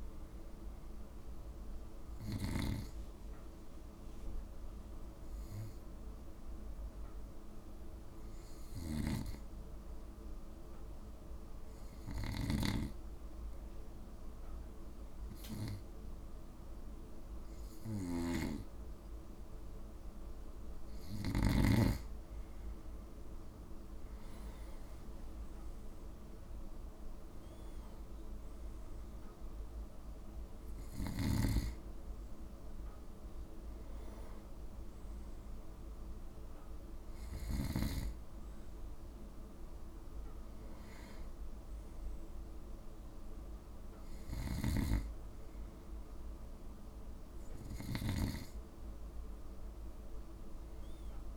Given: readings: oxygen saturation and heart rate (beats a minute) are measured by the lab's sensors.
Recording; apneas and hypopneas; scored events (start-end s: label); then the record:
breathing in sleep by a room microphone; 1
1.50-4.00 s: arousal
6.00-21.00 s: hypopnea (oxygen 96% before, 93% lowest, heart rate 56 before, 54 extreme, up 4 after)
12.50-21.50 s: snoring (device-marked)
23.50-27.00 s: arousal
50.00-51.37 s: arousal
From the record:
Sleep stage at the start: N2 (light sleep); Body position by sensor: on the right side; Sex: male